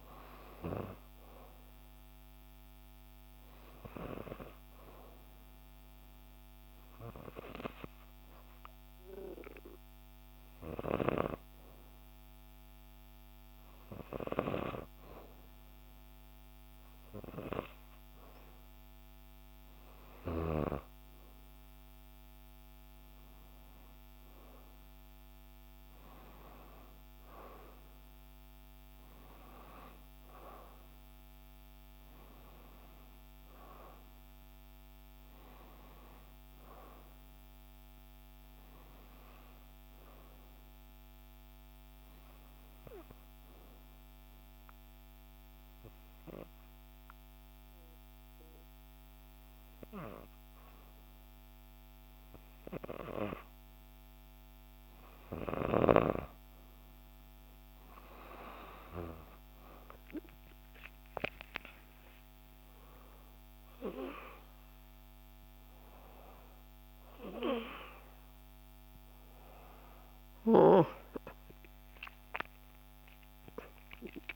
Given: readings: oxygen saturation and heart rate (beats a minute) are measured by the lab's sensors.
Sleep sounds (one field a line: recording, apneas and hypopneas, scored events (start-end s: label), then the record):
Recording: breathing in sleep by a microphone on the trachea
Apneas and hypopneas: 2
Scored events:
0.00-19.00 s: oxygen desaturation (device-marked, oxygen 88% lowest, heart rate 60 extreme)
4.00-19.00 s: hypopnea (oxygen 95% before, 88% lowest, heart rate 62 before, 60 extreme, up 5 after)
21.50-26.00 s: arousal
44.50-56.00 s: obstructive apnea (oxygen 96% before, 92% lowest, heart rate 64 before, 61 extreme, up 27 after)
60.00-74.35 s: new sleep stage, awake
61.00-63.00 s: long interval between heartbeats (device-marked, heart rate 62 before, 86 extreme)
67.00-74.35 s: oxygen desaturation (device-marked, oxygen 96% before, 92% lowest, heart rate 70 before, 64 extreme)
From the record:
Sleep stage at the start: N2 (light sleep)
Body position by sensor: on the right side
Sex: female